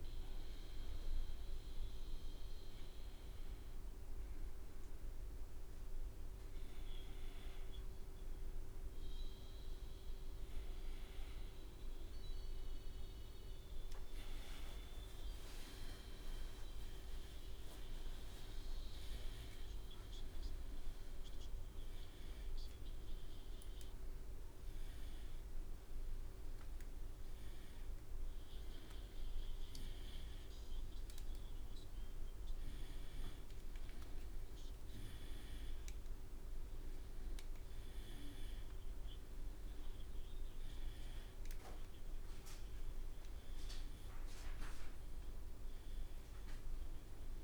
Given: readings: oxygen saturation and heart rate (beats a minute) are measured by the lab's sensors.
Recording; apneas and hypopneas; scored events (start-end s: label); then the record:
a person awake in a sleep study, hard to hear, by a room microphone; none
0.00-6.00 s: drop in pulse transit time (device-marked, heart rate 77 extreme)
14.50-16.50 s: long interval between heartbeats (device-marked, heart rate 81 before, 85 extreme)
16.00-18.00 s: tachycardia (device-marked, heart rate 51 before, 89 extreme)
19.00-21.00 s: long interval between heartbeats (device-marked, heart rate 80 before, 101 extreme)
From the record:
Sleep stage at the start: awake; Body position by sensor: on the right side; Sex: male